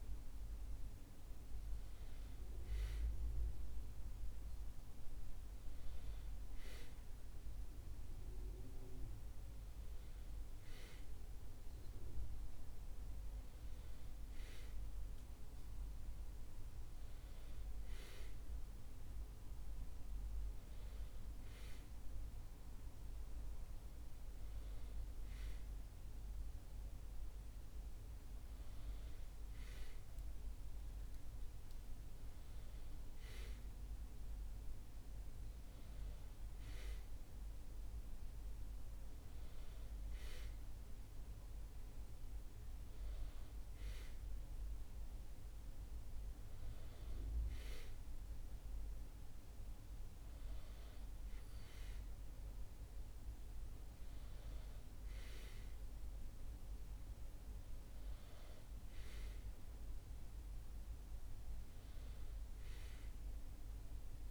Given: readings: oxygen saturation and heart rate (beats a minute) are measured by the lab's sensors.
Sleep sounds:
breathing in sleep, hard to hear, by a room microphone; none
none scored
From the record:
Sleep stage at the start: N1 (lightest sleep); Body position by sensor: on the back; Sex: male

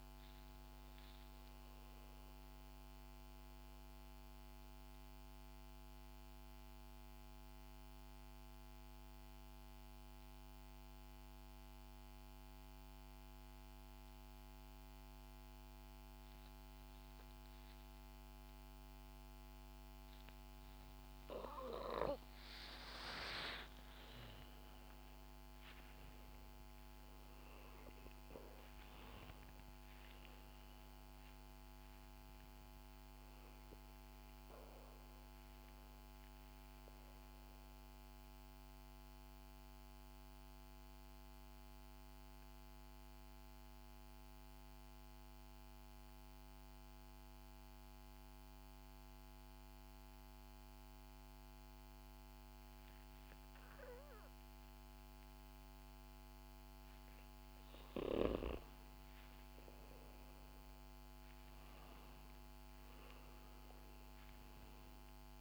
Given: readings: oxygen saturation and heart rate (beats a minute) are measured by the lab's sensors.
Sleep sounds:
breathing in sleep, hard to hear, by a microphone on the trachea; 2
1.50-21.00 s: mixed apnea (oxygen 96% before, 93% lowest, heart rate 65 before, 57 extreme, up 9 after)
22.50-27.50 s: arousal
26.00-28.00 s: long interval between heartbeats (device-marked, heart rate 61 before, 66 extreme)
34.00-50.00 s: oxygen desaturation (device-marked, oxygen 97% before, 93% lowest, heart rate 64 before, 56 extreme)
37.00-57.50 s: mixed apnea (oxygen 98% before, 92% lowest, heart rate 64 before, 56 extreme, up 8 after)
59.00-63.50 s: arousal
From the record:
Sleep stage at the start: N2 (light sleep); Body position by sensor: on the back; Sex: female

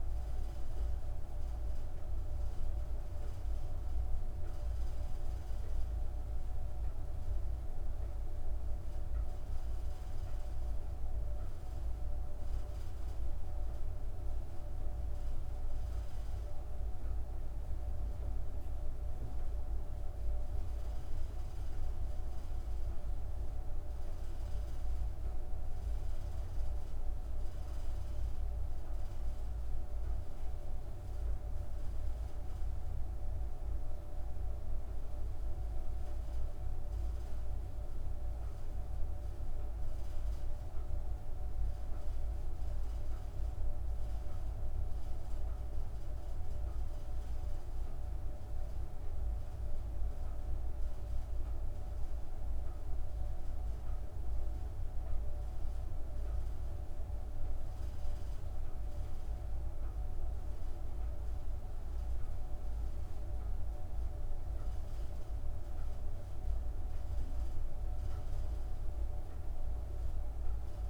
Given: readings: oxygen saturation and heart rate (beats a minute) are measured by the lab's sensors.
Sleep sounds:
breathing in sleep, hard to hear, by a room microphone; none
none scored
From the record:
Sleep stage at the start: N1 (lightest sleep); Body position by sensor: on the back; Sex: female

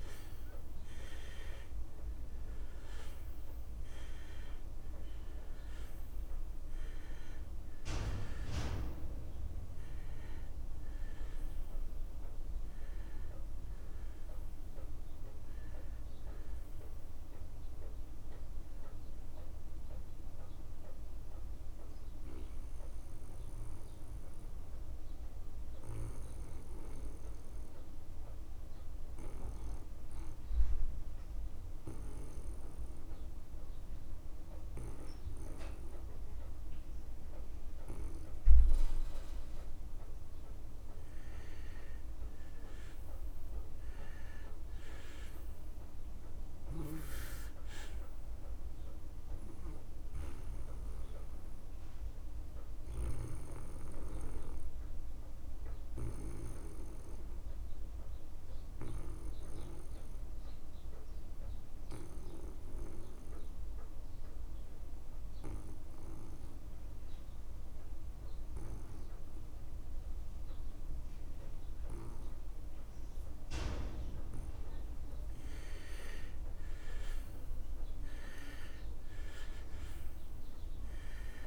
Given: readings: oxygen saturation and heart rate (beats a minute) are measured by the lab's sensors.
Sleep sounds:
breathing in sleep by a room microphone; 2
0.00-3.50 s: arousal
0.00-32.00 s: oxygen desaturation (device-marked, oxygen 81% lowest)
21.00-40.00 s: obstructive apnea (oxygen 95% before, 81% lowest)
42.00-45.50 s: arousal
53.00-75.50 s: obstructive apnea (oxygen 99% before, 87% lowest)
57.00-67.00 s: oxygen desaturation (device-marked, oxygen 97% before, 92% lowest)
75.00-81.47 s: oxygen desaturation (device-marked, oxygen 97% before, 87% lowest)
77.50-80.00 s: arousal
From the record:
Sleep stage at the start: N2 (light sleep); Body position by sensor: on the back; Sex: male

